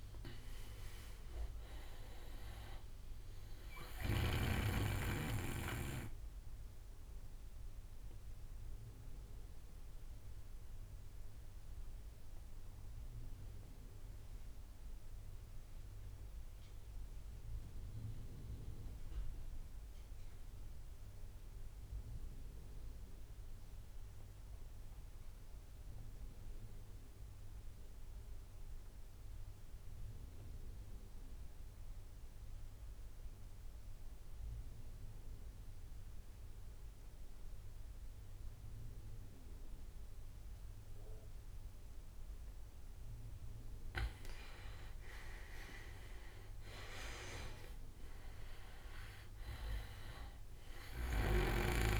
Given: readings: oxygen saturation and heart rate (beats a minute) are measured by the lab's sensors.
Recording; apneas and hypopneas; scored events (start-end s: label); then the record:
breathing in sleep by a room microphone; 1
0.00-18.00 s: oxygen desaturation (device-marked, oxygen 91% lowest)
6.50-43.00 s: obstructive apnea (oxygen 99% before, 88% lowest)
30.00-52.00 s: oxygen desaturation (device-marked, oxygen 98% before, 88% lowest)
45.00-48.50 s: arousal
From the record:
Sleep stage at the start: N2 (light sleep); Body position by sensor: on the right side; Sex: male